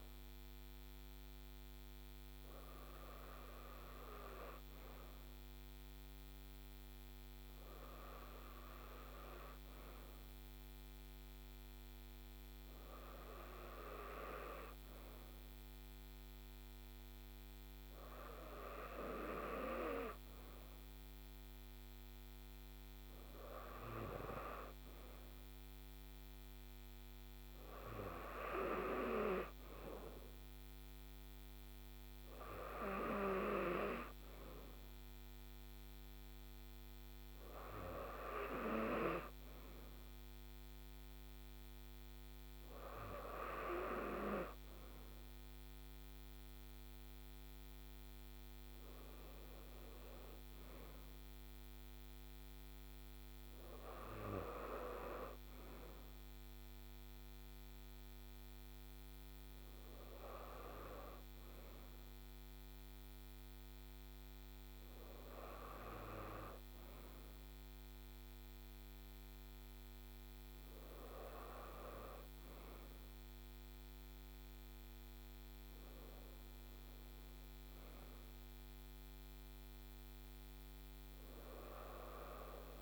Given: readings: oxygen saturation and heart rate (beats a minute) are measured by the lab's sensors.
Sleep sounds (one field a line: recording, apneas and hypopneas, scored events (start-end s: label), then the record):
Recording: breathing in sleep by a microphone on the trachea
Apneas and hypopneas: none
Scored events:
none scored
From the record:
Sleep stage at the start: N2 (light sleep)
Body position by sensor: on the right side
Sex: female